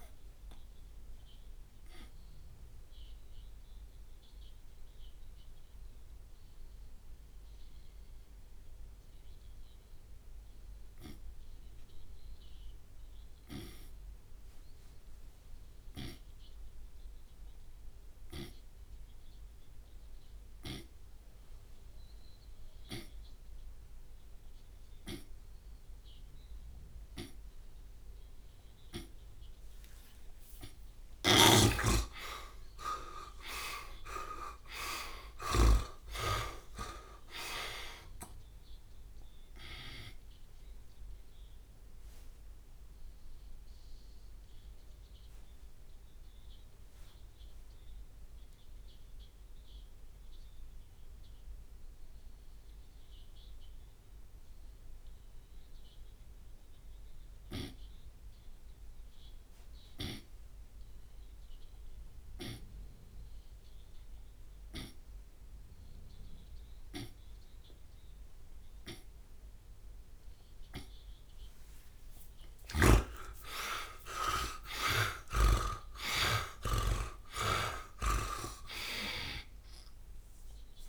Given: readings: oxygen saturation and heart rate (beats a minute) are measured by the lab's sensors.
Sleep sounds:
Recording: breathing in sleep by a room microphone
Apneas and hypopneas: 2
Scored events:
0.00-1.50 s: long interval between heartbeats (device-marked, heart rate 119 extreme)
0.00-7.00 s: drop in pulse transit time (device-marked)
1.50-29.50 s: obstructive apnea (oxygen 99% before, 83% lowest, heart rate 59 before, 48 extreme, up 30 after)
2.00-8.00 s: oxygen desaturation (device-marked, oxygen 99% before, 95% lowest, heart rate 64 before, 48 extreme)
16.00-29.00 s: oxygen desaturation (device-marked, oxygen 96% before, 85% lowest, heart rate 84 before, 48 extreme)
26.50-28.50 s: long interval between heartbeats (device-marked, heart rate 59 before, 58 extreme)
30.00-47.00 s: drop in pulse transit time (device-marked, heart rate 57 before, 50 extreme)
31.00-36.00 s: snoring (device-marked)
31.50-36.50 s: arousal
40.50-71.00 s: obstructive apnea (oxygen 98% before, 81% lowest, heart rate 62 before, 56 extreme, up 30 after)
54.00-65.00 s: oxygen desaturation (device-marked, oxygen 96% before, 83% lowest, heart rate 69 before, 57 extreme)
72.00-80.89 s: drop in pulse transit time (device-marked, heart rate 58 before, 60 extreme)
72.50-77.50 s: arousal
73.50-75.50 s: long interval between heartbeats (device-marked, heart rate 58 before, 70 extreme)
From the record:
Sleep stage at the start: N2 (light sleep)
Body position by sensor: on the right side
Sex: male

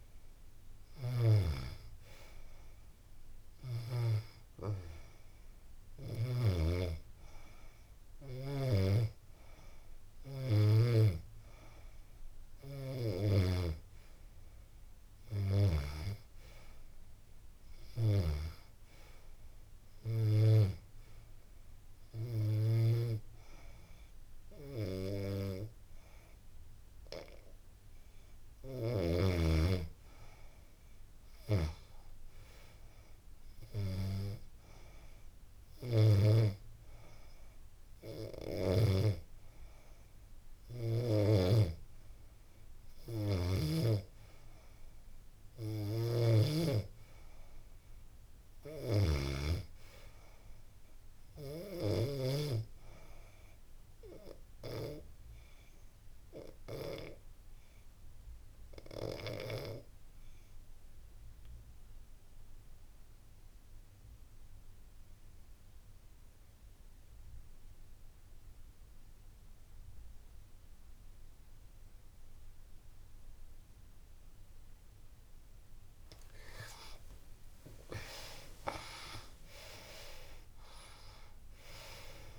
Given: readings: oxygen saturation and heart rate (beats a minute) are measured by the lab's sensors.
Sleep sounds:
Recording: breathing in sleep by a room microphone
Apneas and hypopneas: 1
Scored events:
33.50-45.50 s: oxygen desaturation (device-marked, oxygen 94% before, 91% lowest, heart rate 84 before, 75 extreme)
54.00-73.50 s: obstructive apnea (oxygen 94% before, 76% lowest, heart rate 87 before, 75 extreme, up 14 after)
67.50-82.39 s: oxygen desaturation (device-marked, oxygen 93% before, 76% lowest, heart rate 83 before, 78 extreme)
75.00-78.50 s: arousal
From the record:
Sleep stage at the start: N2 (light sleep)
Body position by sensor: on the back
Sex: female

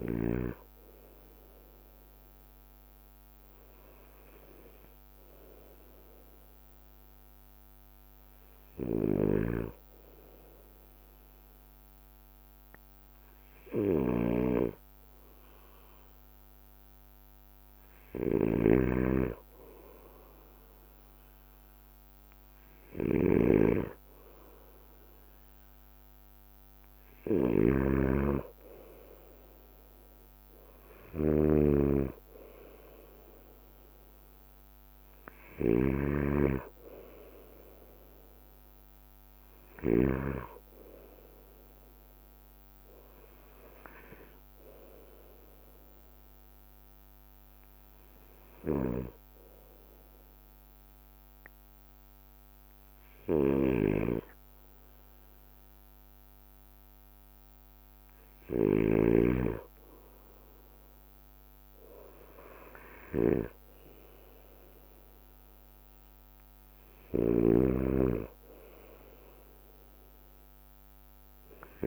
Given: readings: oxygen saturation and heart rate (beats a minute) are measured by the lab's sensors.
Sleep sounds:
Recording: breathing in sleep by a microphone on the trachea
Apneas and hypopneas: none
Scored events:
0.00-1.00 s: bradycardia (device-marked, heart rate 57 extreme)
0.00-2.00 s: drop in pulse transit time (device-marked, heart rate 57 extreme)
3.00-37.00 s: bradycardia (device-marked, heart rate 57 before, 55 extreme)
9.00-40.50 s: snoring (device-marked)
44.00-71.87 s: bradycardia (device-marked, heart rate 58 before, 55 extreme)
49.00-59.50 s: snoring (device-marked)
67.00-71.87 s: snoring (device-marked)
From the record:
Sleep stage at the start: N2 (light sleep)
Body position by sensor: on the right side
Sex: male

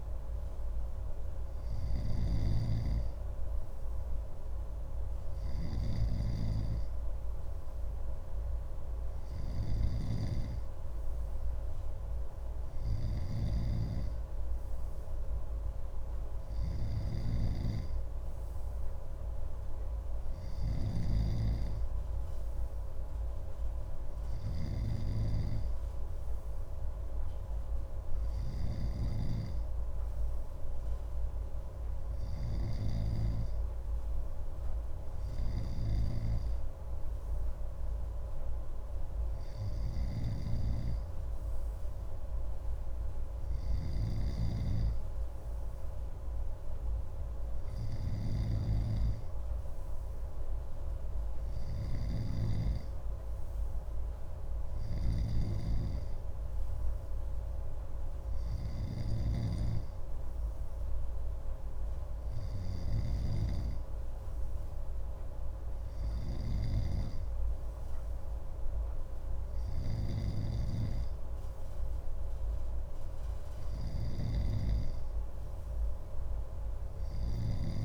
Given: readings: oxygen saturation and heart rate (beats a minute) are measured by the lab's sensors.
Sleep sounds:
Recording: breathing in sleep by a room microphone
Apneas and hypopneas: none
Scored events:
0.00-77.85 s: snoring (device-marked)
From the record:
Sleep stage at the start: N2 (light sleep)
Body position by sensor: on the left side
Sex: male

